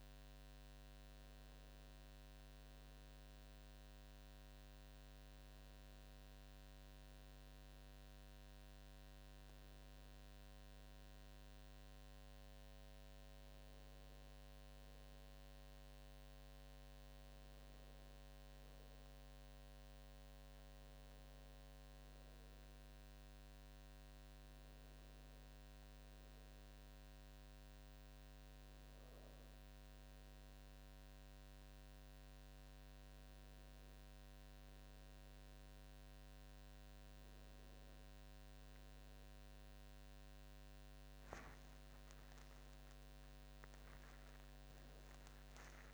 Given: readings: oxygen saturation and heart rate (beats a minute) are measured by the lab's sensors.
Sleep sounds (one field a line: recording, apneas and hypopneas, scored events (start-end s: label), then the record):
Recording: breathing in sleep, hard to hear, by a microphone on the trachea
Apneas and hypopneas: none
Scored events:
1.00-4.00 s: bradycardia (device-marked, heart rate 68 before, 59 extreme)
5.00-7.00 s: bradycardia (device-marked, heart rate 68 before, 59 extreme)
9.00-15.00 s: bradycardia (device-marked, heart rate 68 before, 59 extreme)
10.00-45.94 s: new sleep stage, N2 (light sleep)
29.00-44.00 s: bradycardia (device-marked, heart rate 67 before, 57 extreme)
41.50-45.94 s: arousal
From the record:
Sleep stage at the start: N1 (lightest sleep)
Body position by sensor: on the back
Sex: female